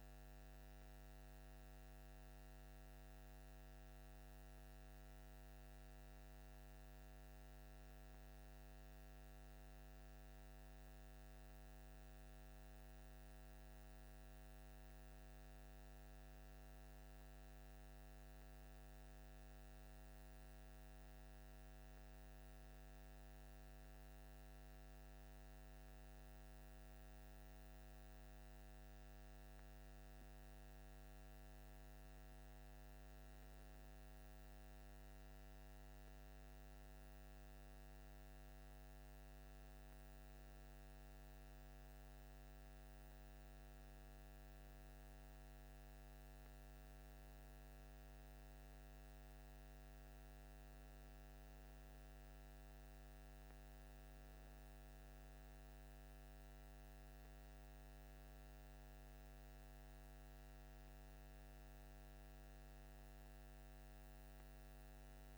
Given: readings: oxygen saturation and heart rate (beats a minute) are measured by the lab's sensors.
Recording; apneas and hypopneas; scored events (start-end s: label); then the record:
breathing in sleep, hard to hear, by a microphone on the trachea; none
none scored
From the record:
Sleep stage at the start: N2 (light sleep); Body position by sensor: on the left side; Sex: male